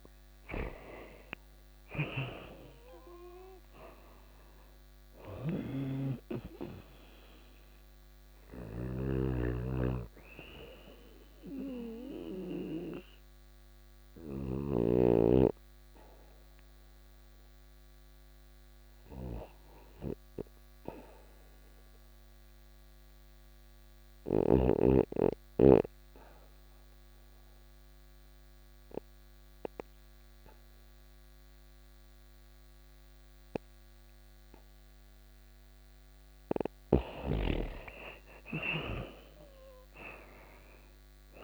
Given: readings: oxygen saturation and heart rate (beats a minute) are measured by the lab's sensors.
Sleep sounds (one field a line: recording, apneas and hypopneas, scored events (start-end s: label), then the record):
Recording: breathing in sleep by a microphone on the trachea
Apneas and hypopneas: 2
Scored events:
0.00-1.00 s: oxygen desaturation (device-marked, oxygen 85% lowest, heart rate 90 extreme)
0.00-23.50 s: snoring (device-marked)
3.00-20.00 s: oxygen desaturation (device-marked, oxygen 91% before, 85% lowest, heart rate 90 before, 88 extreme)
5.00-15.50 s: hypopnea (oxygen 97% before, 84% lowest, heart rate 90 before, 88 extreme, up 0 after)
17.50-20.50 s: arousal
24.50-35.50 s: obstructive apnea (oxygen 99% before, 84% lowest, heart rate 92 before, 88 extreme, up 6 after)
31.00-41.44 s: oxygen desaturation (device-marked, oxygen 99% before, 84% lowest, heart rate 90 before, 87 extreme)
35.50-41.44 s: snoring (device-marked)
37.50-41.44 s: arousal
From the record:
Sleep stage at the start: N2 (light sleep)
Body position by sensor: on the back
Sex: female